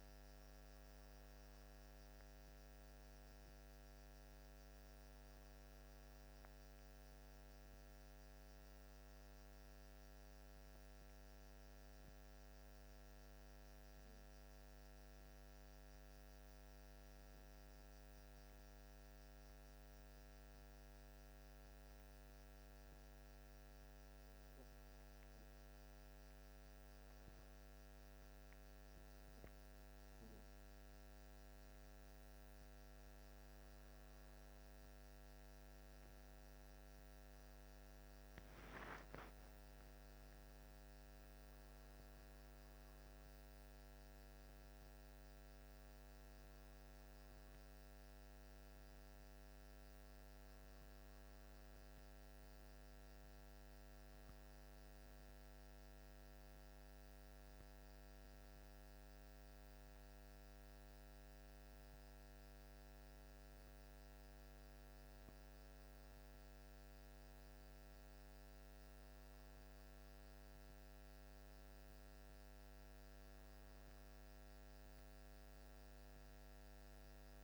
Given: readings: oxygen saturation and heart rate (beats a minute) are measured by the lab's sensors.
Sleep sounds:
breathing in sleep, hard to hear, by a microphone on the trachea; none
39.50-44.50 s: arousal
From the record:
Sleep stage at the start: N1 (lightest sleep); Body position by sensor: on the back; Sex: male

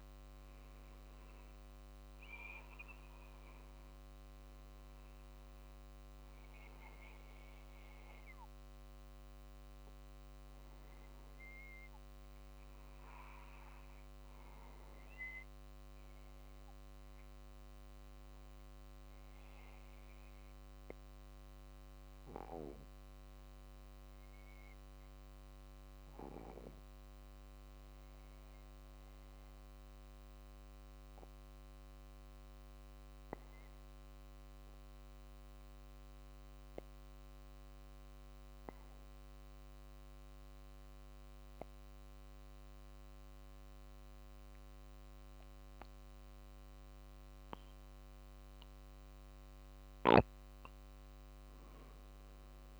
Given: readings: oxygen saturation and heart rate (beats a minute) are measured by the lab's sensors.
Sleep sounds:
breathing in sleep by a microphone on the trachea; 1
6.00-48.50 s: obstructive apnea (oxygen 96% before, 88% lowest, heart rate 51 before, 47 extreme, up 4 after)
From the record:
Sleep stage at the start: N2 (light sleep); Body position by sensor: on the back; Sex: male

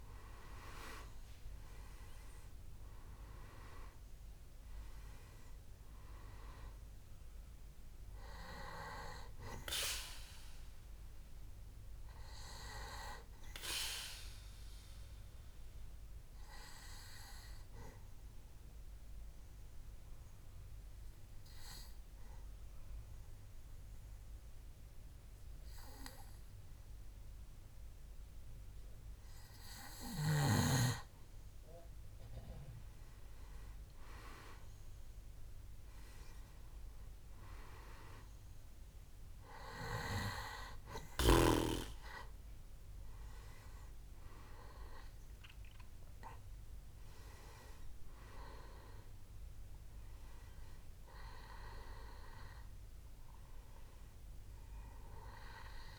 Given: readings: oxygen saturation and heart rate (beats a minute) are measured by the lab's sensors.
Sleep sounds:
breathing in sleep by a room microphone; 1
0.00-3.50 s: arousal
0.00-26.00 s: oxygen desaturation (device-marked, oxygen 88% lowest, heart rate 64 extreme)
15.00-30.50 s: obstructive apnea (oxygen 95% before, 89% lowest, heart rate 71 before, 64 extreme, up 4 after)
35.00-39.00 s: arousal
40.00-55.98 s: oxygen desaturation (device-marked, oxygen 98% before, 91% lowest, heart rate 66 before, 60 extreme)
From the record:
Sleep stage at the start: N2 (light sleep); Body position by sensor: on the back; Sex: male

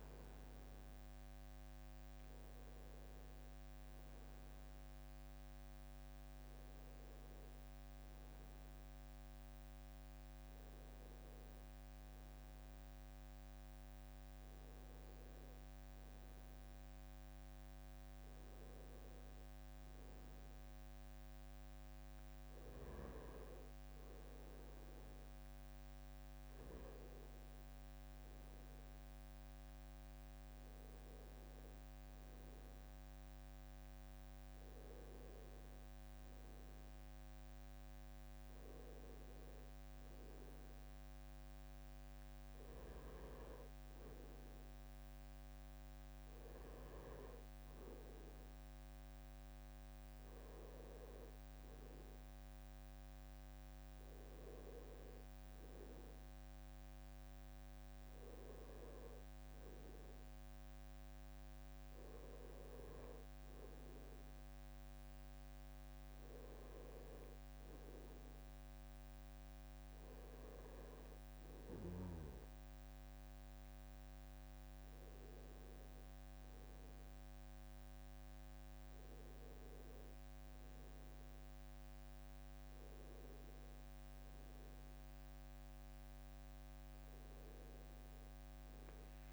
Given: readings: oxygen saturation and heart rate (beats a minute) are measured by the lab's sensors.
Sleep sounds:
a person partly awake in a sleep study, hard to hear, by a microphone on the trachea; none
7.00-22.00 s: drop in pulse transit time (device-marked, heart rate 74 before, 70 extreme)
10.00-40.00 s: new sleep stage, N1 (lightest sleep)
40.00-70.00 s: new sleep stage, N2 (light sleep)
70.00-89.33 s: new sleep stage, awake
From the record:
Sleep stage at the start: awake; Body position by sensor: on the right side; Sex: male

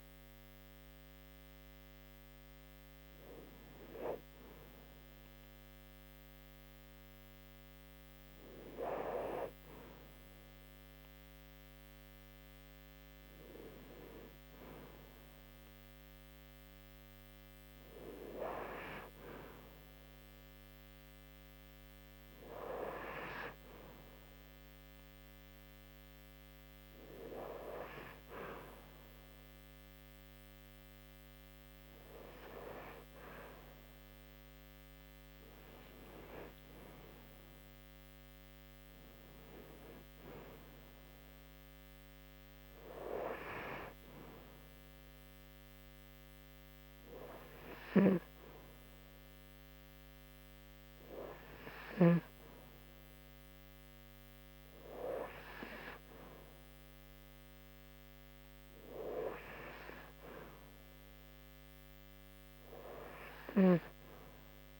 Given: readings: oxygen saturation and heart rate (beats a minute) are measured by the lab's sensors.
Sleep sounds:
breathing in sleep by a microphone on the trachea; none
none scored
From the record:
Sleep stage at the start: REM sleep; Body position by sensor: on the back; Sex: female

